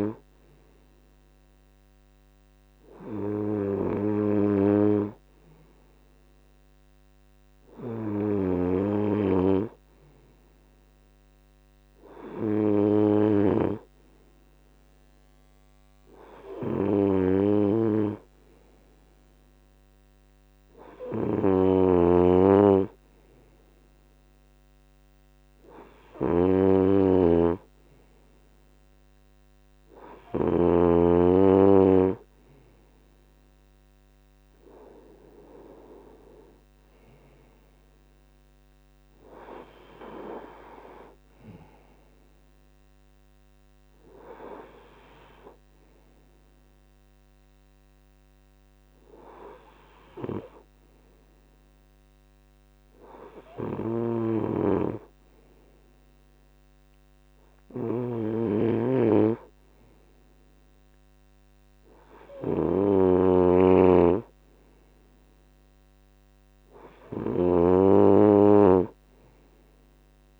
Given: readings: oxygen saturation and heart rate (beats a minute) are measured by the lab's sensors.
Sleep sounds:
breathing in sleep by a microphone on the trachea; none
7.50-30.00 s: snoring (device-marked)
53.00-70.40 s: snoring (device-marked)
From the record:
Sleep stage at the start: N2 (light sleep); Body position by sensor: on the right side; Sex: male

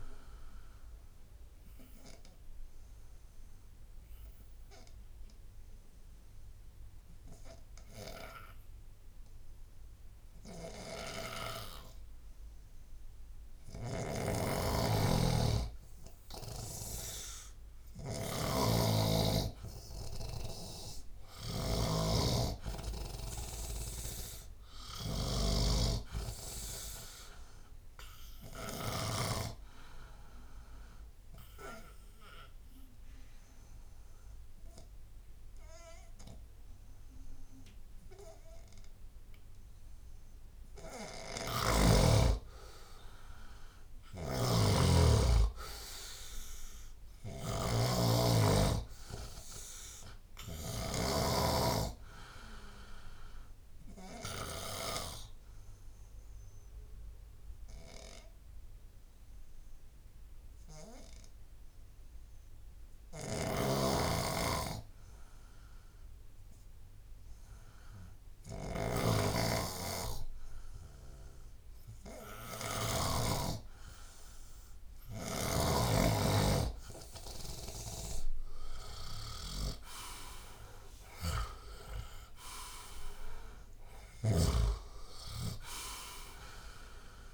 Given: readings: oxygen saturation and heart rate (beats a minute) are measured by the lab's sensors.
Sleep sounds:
breathing in sleep by a room microphone; 3
1.50-14.50 s: obstructive apnea (oxygen 97% before, 89% lowest, heart rate 77 before, 69 extreme, up 6 after)
13.50-29.50 s: snoring (device-marked)
16.00-19.00 s: arousal
20.50-44.50 s: oxygen desaturation (device-marked, oxygen 97% before, 90% lowest, heart rate 74 before, 72 extreme)
30.50-42.00 s: obstructive apnea (oxygen 97% before, 89% lowest, heart rate 75 before, 72 extreme, up 6 after)
44.00-51.00 s: snoring (device-marked)
44.50-47.50 s: arousal
52.50-63.50 s: oxygen desaturation (device-marked, oxygen 96% before, 89% lowest, heart rate 77 before, 67 extreme)
55.00-70.00 s: obstructive apnea (oxygen 96% before, 89% lowest, heart rate 76 before, 67 extreme, up 1 after)
63.00-73.00 s: snoring (device-marked)
72.50-76.00 s: arousal
74.50-87.34 s: oxygen desaturation (device-marked, oxygen 96% before, 91% lowest, heart rate 77 before, 56 extreme)
84.00-87.34 s: snoring (device-marked)
From the record:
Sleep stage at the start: N2 (light sleep); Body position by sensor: on the left side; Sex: male

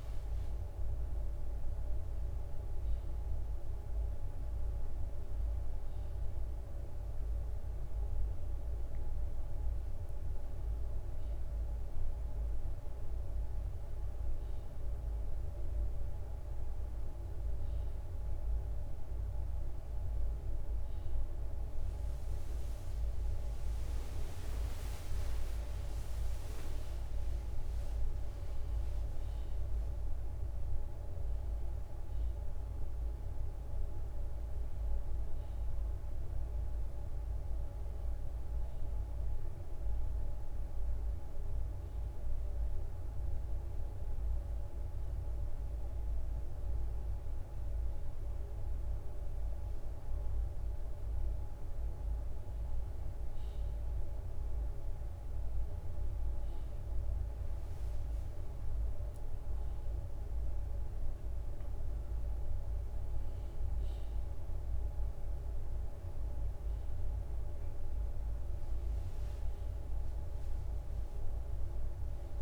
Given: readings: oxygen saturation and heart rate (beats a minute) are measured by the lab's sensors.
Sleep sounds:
a person awake in a sleep study, hard to hear, by a room microphone; none
7.50-22.50 s: drop in pulse transit time (device-marked, heart rate 91 before, 61 extreme)
8.50-34.50 s: oxygen desaturation (device-marked, oxygen 98% before, 93% lowest, heart rate 88 before, 57 extreme)
25.00-27.00 s: long interval between heartbeats (device-marked, heart rate 64 before, 74 extreme)
53.50-60.50 s: bradycardia (device-marked, heart rate 67 before, 57 extreme)
55.00-57.00 s: long interval between heartbeats (device-marked, heart rate 62 before, 62 extreme)
61.50-69.50 s: bradycardia (device-marked, heart rate 67 before, 55 extreme)
62.50-72.42 s: new sleep stage, N1 (lightest sleep)
From the record:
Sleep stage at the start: awake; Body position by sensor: on the left side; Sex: male

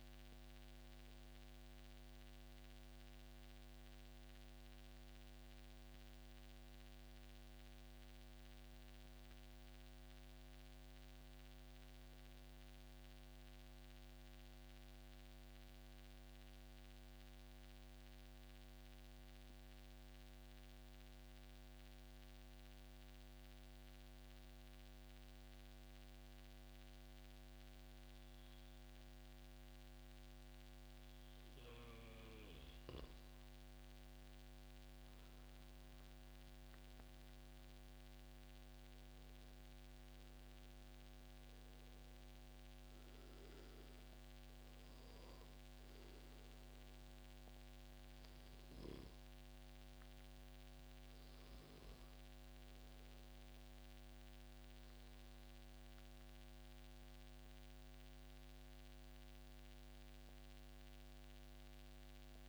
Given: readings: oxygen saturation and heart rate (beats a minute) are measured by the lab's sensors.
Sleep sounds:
breathing in sleep, hard to hear, by a microphone on the trachea; 1
2.50-32.50 s: mixed apnea (oxygen 96% before, 93% lowest, heart rate 140 before, 129 extreme)
34.00-38.00 s: arousal
40.50-62.49 s: oxygen desaturation (device-marked, oxygen 97% before, 93% lowest, heart rate 144 before, 98 extreme)
57.00-59.00 s: long interval between heartbeats (device-marked, heart rate 143 before, 136 extreme)
60.50-62.49 s: long interval between heartbeats (device-marked, heart rate 142 before, 107 extreme)
From the record:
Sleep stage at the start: N2 (light sleep); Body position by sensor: on the back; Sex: male

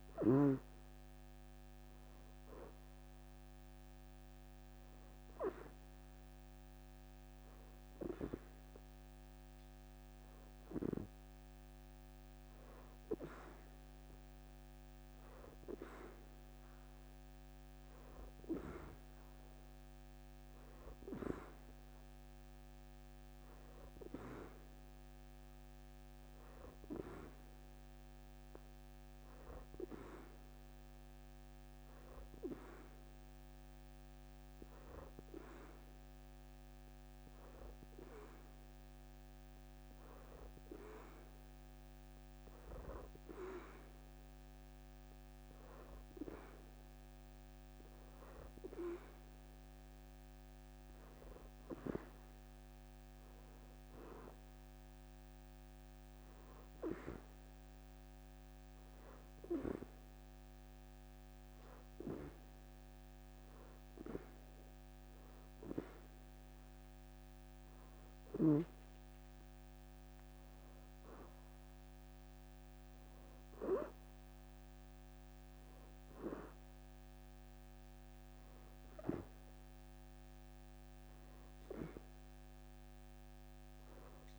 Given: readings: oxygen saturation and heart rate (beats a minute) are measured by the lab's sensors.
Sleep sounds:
breathing in sleep by a microphone on the trachea; 2
32.50-49.50 s: hypopnea (oxygen 93% before, 87% lowest, heart rate 81 before, 82 extreme, up 4 after)
40.50-55.50 s: oxygen desaturation (device-marked, oxygen 90% before, 87% lowest, heart rate 81 before, 82 extreme)
51.50-54.00 s: leg movement (device-marked)
51.50-55.00 s: arousal
59.50-70.50 s: hypopnea (oxygen 90% before, 86% lowest, heart rate 85 before, 79 extreme, up 1 after)
66.00-68.00 s: leg movement (device-marked)
71.50-75.00 s: arousal
From the record:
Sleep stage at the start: N2 (light sleep); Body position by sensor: on the back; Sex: female

